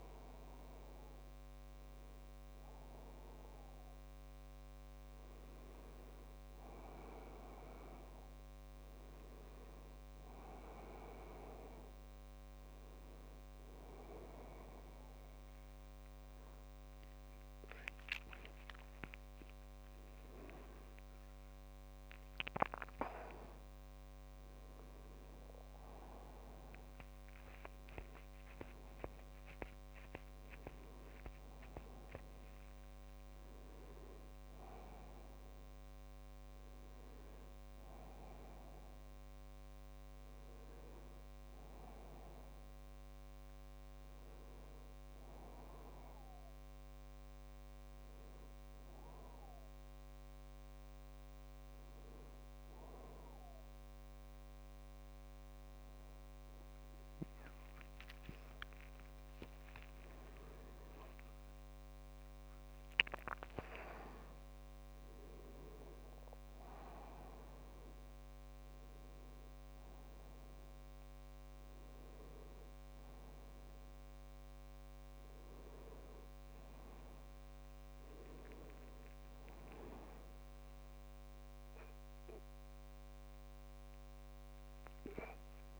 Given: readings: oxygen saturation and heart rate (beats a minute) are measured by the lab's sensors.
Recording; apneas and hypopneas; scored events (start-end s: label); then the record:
breathing in sleep by a microphone on the trachea; 2
11.50-22.00 s: hypopnea (oxygen 97% before, 94% lowest, heart rate 68 before, 64 extreme, up 10 after)
23.50-27.00 s: arousal
48.00-60.50 s: hypopnea (oxygen 97% before, 94% lowest, heart rate 73 before, 64 extreme, up 9 after)
62.00-65.00 s: arousal
81.50-83.50 s: long interval between heartbeats (device-marked, heart rate 71 before, 82 extreme)
From the record:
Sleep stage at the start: N1 (lightest sleep); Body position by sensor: on the back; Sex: male